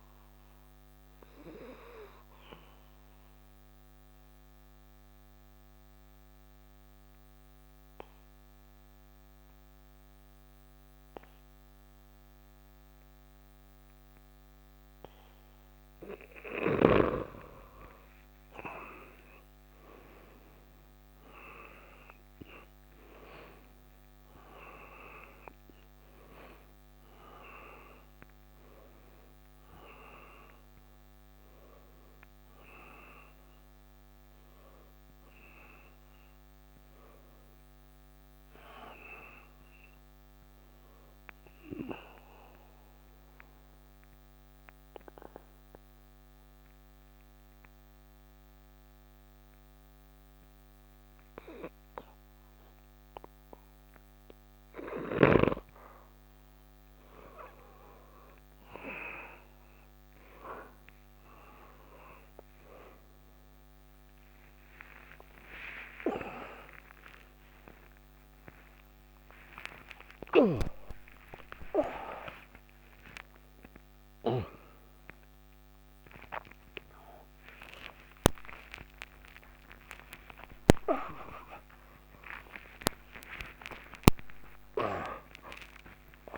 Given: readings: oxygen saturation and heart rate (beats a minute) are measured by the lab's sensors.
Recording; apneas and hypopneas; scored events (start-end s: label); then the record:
breathing in sleep by a microphone on the trachea; 2
0.00-10.00 s: oxygen desaturation (device-marked, oxygen 85% lowest, heart rate 64 extreme)
0.50-18.00 s: obstructive apnea (oxygen 95% before, 85% lowest, heart rate 67 before, 64 extreme, up 14 after)
19.50-24.50 s: arousal
20.00-43.00 s: oxygen desaturation (device-marked, oxygen 97% before, 87% lowest, heart rate 66 before, 64 extreme)
41.50-56.50 s: obstructive apnea (oxygen 97% before, 85% lowest, heart rate 72 before, 64 extreme, up 22 after)
60.00-86.38 s: oxygen desaturation (device-marked, oxygen 96% before, 85% lowest, heart rate 66 before, 68 extreme)
71.00-86.38 s: new sleep stage, awake
From the record:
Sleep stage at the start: N2 (light sleep); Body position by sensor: on the back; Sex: male